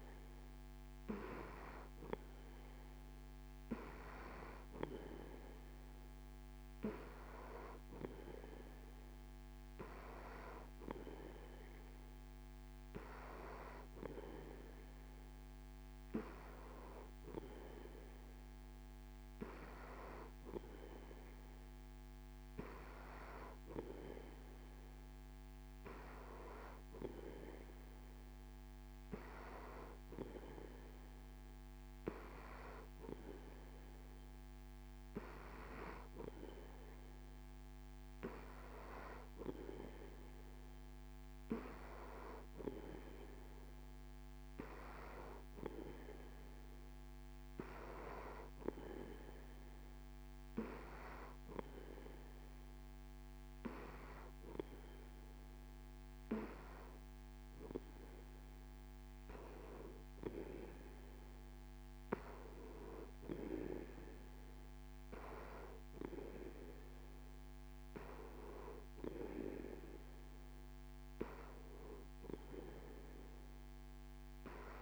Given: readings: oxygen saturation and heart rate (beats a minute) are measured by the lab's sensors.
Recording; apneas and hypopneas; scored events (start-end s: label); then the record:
breathing in sleep by a microphone on the trachea; none
none scored
From the record:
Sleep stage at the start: N3 (deep sleep); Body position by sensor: on the back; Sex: male